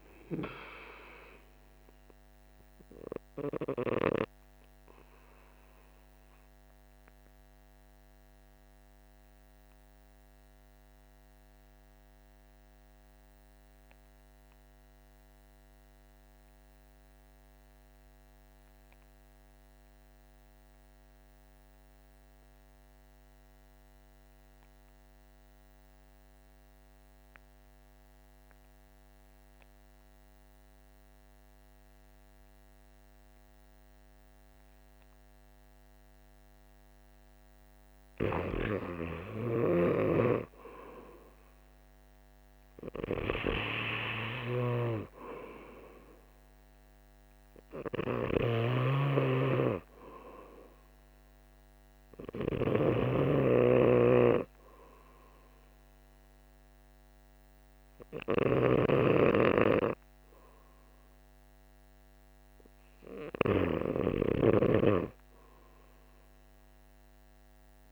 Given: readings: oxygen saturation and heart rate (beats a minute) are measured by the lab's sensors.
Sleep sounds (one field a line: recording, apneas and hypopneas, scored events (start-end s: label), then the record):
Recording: breathing in sleep by a microphone on the trachea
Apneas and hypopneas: 1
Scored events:
0.00-20.00 s: oxygen desaturation (device-marked, oxygen 87% lowest, heart rate 49 extreme)
6.00-37.00 s: obstructive apnea (oxygen 99% before, 81% lowest, heart rate 56 before, 49 extreme, up 12 after)
33.00-67.92 s: oxygen desaturation (device-marked, oxygen 98% before, 81% lowest, heart rate 50 before, 50 extreme)
39.50-43.50 s: arousal
44.00-64.50 s: snoring (device-marked)
52.00-67.92 s: new sleep stage, REM sleep
From the record:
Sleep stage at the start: N2 (light sleep)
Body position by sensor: on the back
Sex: male